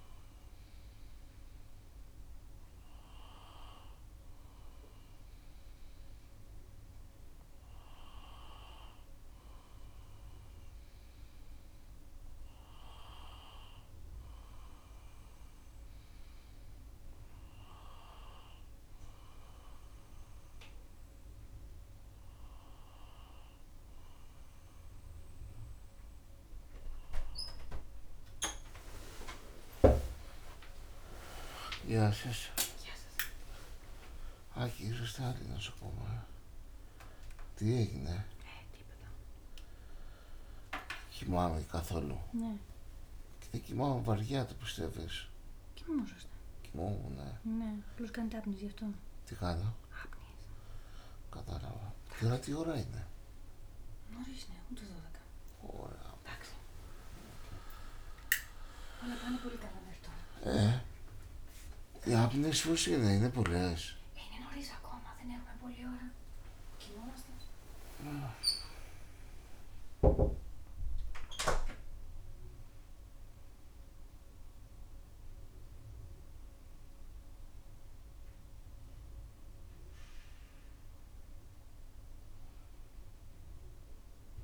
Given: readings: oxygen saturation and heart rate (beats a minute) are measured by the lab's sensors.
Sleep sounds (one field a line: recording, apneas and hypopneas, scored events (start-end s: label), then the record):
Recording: a person partly awake in a sleep study, by a room microphone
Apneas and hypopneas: none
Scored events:
28.50-30.50 s: long interval between heartbeats (device-marked, heart rate 71 before, 81 extreme)
35.50-37.50 s: long interval between heartbeats (device-marked, heart rate 75 before, 96 extreme)
38.50-40.50 s: long interval between heartbeats (device-marked, heart rate 82 before, 125 extreme)
38.50-68.50 s: new sleep stage, awake
42.50-44.50 s: long interval between heartbeats (device-marked, heart rate 93 before, 98 extreme)
47.50-53.50 s: bradycardia (device-marked)
51.00-53.00 s: long interval between heartbeats (device-marked)
68.50-84.43 s: new sleep stage, N1 (lightest sleep)
From the record:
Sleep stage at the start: N1 (lightest sleep)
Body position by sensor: on the right side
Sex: male